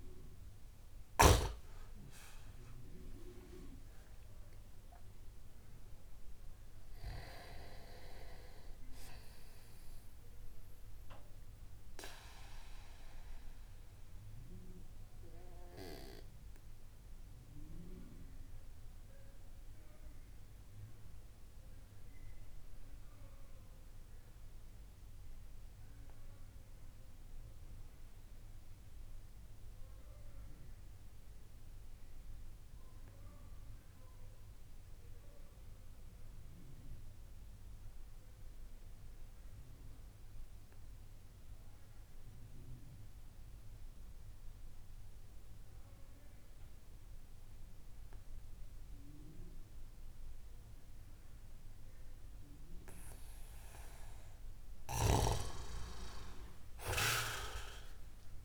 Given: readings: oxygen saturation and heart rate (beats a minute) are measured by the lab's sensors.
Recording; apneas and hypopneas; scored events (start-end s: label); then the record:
breathing in sleep by a room microphone; 1
0.00-1.00 s: snoring (device-marked)
0.00-22.50 s: oxygen desaturation (device-marked, oxygen 87% lowest)
12.50-54.00 s: mixed apnea (oxygen 95% before, 87% lowest)
42.50-58.45 s: oxygen desaturation (device-marked, oxygen 98% before, 88% lowest)
56.00-58.45 s: arousal
From the record:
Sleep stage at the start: N2 (light sleep); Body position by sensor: on the back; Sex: male